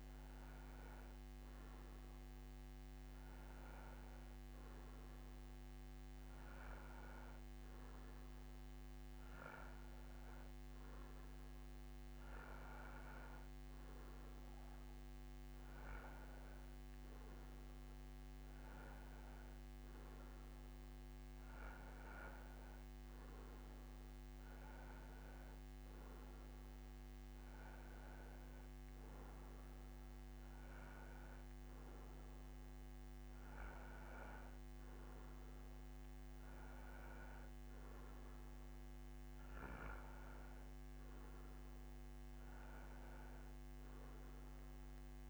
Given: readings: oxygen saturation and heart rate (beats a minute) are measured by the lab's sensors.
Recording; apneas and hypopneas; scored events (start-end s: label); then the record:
breathing in sleep, hard to hear, by a microphone on the trachea; none
none scored
From the record:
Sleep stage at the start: N2 (light sleep); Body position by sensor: on the right side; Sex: male